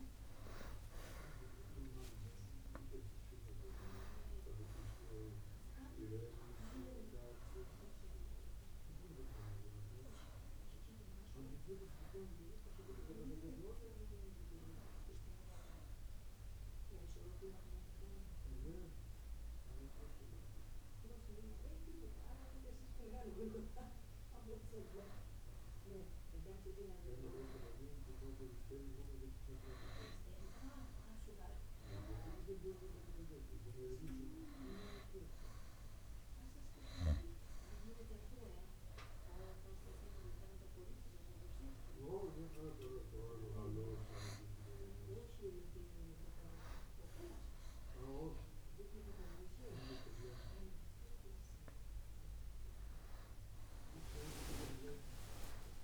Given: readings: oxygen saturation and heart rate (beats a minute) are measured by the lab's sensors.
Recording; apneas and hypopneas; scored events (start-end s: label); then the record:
breathing in sleep by a room microphone; none
19.50-27.50 s: oxygen desaturation (device-marked, oxygen 96% before, 93% lowest, heart rate 75 before, 60 extreme)
45.50-55.84 s: oxygen desaturation (device-marked, oxygen 98% before, 92% lowest, heart rate 62 before, 58 extreme)
46.00-51.00 s: arousal
From the record:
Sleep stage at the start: N1 (lightest sleep); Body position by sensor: on the right side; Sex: male